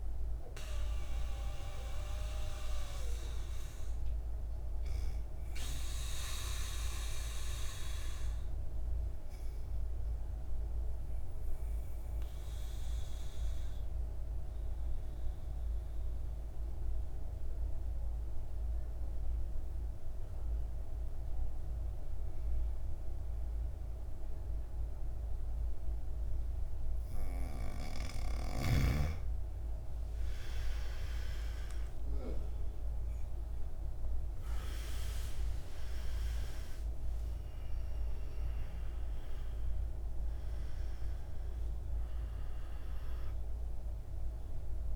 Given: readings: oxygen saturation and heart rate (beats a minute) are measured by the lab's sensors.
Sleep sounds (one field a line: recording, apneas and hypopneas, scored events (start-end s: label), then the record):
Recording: breathing in sleep by a room microphone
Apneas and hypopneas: 1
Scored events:
0.00-22.00 s: oxygen desaturation (device-marked, oxygen 86% lowest, heart rate 53 extreme)
7.00-26.50 s: mixed apnea (oxygen 97% before, 86% lowest, heart rate 60 before, 53 extreme, up 15 after)
29.50-34.50 s: arousal
31.00-44.96 s: oxygen desaturation (device-marked, oxygen 98% before, 86% lowest, heart rate 55 before, 53 extreme)
From the record:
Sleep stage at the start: N2 (light sleep)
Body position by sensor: on the back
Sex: male